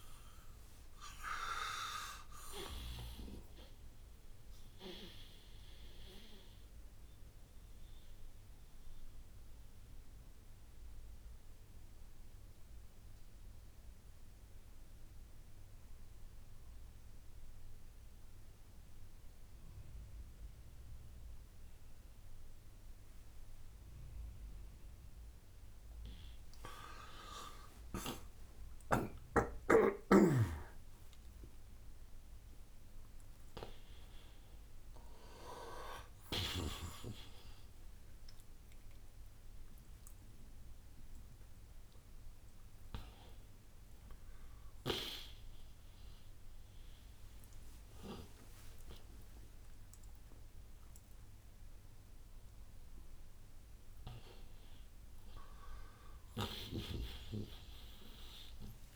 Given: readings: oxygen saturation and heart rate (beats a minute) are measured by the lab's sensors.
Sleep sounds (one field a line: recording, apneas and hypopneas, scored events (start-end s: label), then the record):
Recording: a person awake in a sleep study, by a room microphone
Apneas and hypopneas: 1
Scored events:
0.00-15.50 s: oxygen desaturation (device-marked, oxygen 82% lowest, heart rate 57 extreme)
5.50-25.00 s: mixed apnea (oxygen 95% before, 82% lowest, heart rate 79 before, 60 extreme)
24.50-58.95 s: new sleep stage, awake
30.00-36.50 s: snoring (device-marked)
33.50-58.95 s: oxygen desaturation (device-marked, oxygen 98% before, 92% lowest, heart rate 74 before, 69 extreme)
From the record:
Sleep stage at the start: N2 (light sleep)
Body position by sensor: on the right side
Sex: male